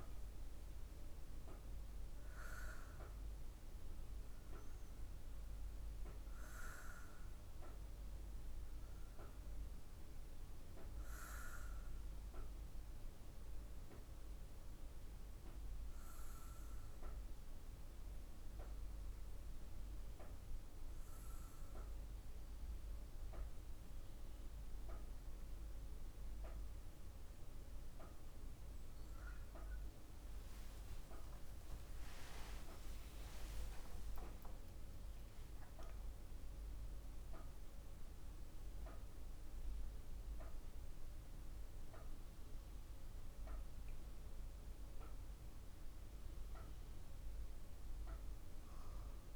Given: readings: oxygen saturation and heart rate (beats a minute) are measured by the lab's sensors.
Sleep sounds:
breathing in sleep by a room microphone; none
29.00-33.50 s: arousal
From the record:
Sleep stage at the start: REM sleep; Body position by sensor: on the back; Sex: female

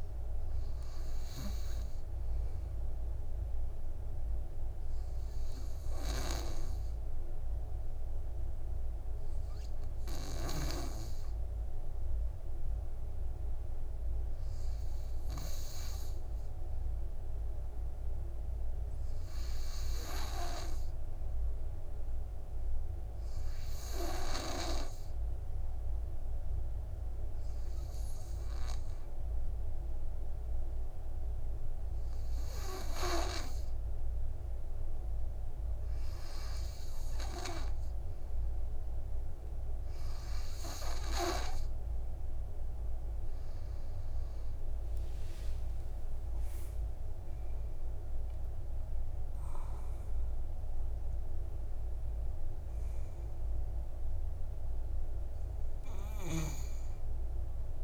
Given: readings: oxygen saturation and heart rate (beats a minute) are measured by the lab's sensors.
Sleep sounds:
breathing in sleep by a room microphone; 2
3.50-15.50 s: obstructive apnea (oxygen 99% before, 93% lowest, heart rate 58 before, 56 extreme, up 4 after)
17.50-21.00 s: arousal
25.00-37.50 s: obstructive apnea (oxygen 99% before, 93% lowest, heart rate 57 before, 56 extreme, up 7 after)
35.00-57.84 s: oxygen desaturation (device-marked, oxygen 97% before, 93% lowest, heart rate 57 before, 51 extreme)
44.00-48.00 s: arousal
From the record:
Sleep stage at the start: N2 (light sleep); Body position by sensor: on the back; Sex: male

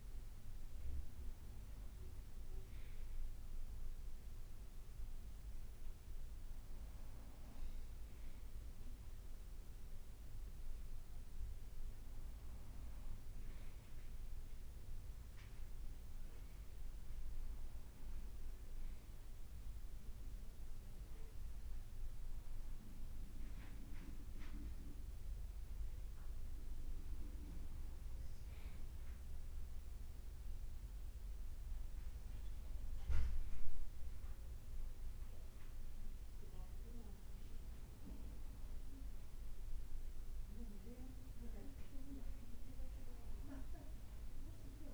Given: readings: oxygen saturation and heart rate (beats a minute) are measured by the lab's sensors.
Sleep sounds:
breathing in sleep by a room microphone; none
0.00-1.00 s: arousal
0.00-14.00 s: oxygen desaturation (device-marked, oxygen 92% lowest, heart rate 55 extreme)
From the record:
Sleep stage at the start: N2 (light sleep); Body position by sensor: on the back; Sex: male

